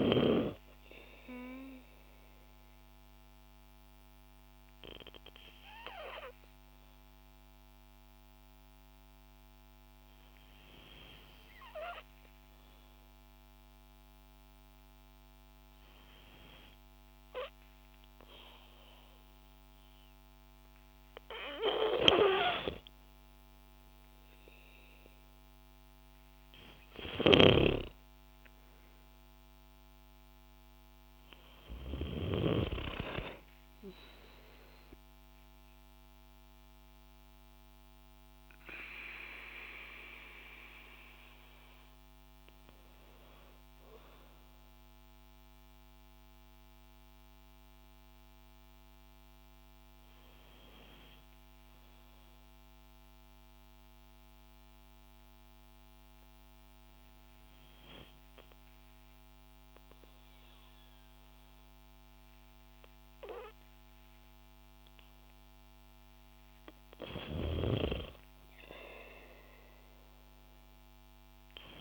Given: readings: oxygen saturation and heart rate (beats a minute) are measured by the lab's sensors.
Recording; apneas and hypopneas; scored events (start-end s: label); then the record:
breathing in sleep by a microphone on the trachea; 2
2.50-20.00 s: obstructive apnea (oxygen 96% before, 91% lowest, heart rate 58 before, 52 extreme, up 5 after)
22.00-54.00 s: oxygen desaturation (device-marked, oxygen 96% before, 91% lowest, heart rate 57 before, 52 extreme)
23.50-27.50 s: arousal
46.50-65.50 s: obstructive apnea (oxygen 96% before, 91% lowest, heart rate 58 before, 54 extreme, up 2 after)
67.00-71.81 s: snoring (device-marked)
68.00-71.81 s: arousal
From the record:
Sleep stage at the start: N2 (light sleep); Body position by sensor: on the back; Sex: female